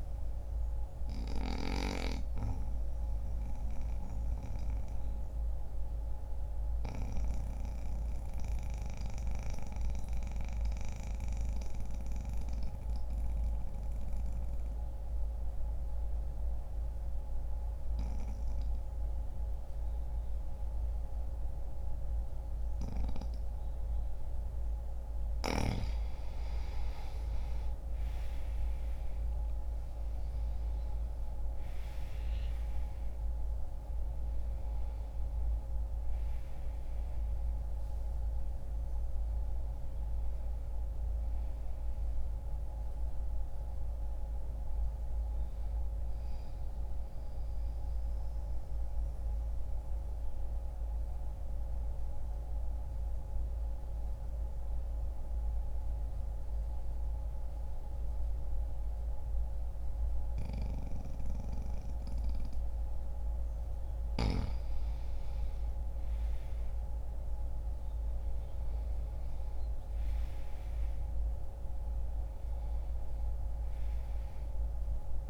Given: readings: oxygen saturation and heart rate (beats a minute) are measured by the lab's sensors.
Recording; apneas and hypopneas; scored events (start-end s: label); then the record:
breathing in sleep by a room microphone; 2
2.00-24.00 s: mixed apnea (oxygen 96% before, 90% lowest, heart rate 62 before, 59 extreme, up 1 after)
12.00-20.00 s: oxygen desaturation (device-marked, oxygen 94% before, 90% lowest, heart rate 61 before, 59 extreme)
25.50-30.50 s: arousal
32.00-44.00 s: oxygen desaturation (device-marked, oxygen 95% before, 91% lowest, heart rate 63 before, 60 extreme)
47.50-62.50 s: mixed apnea (oxygen 95% before, 90% lowest, heart rate 61 before, 60 extreme, up 0 after)
56.00-64.00 s: oxygen desaturation (device-marked, oxygen 93% before, 90% lowest, heart rate 61 before, 60 extreme)
64.50-70.00 s: arousal
From the record:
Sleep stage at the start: N2 (light sleep); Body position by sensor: on the back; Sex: male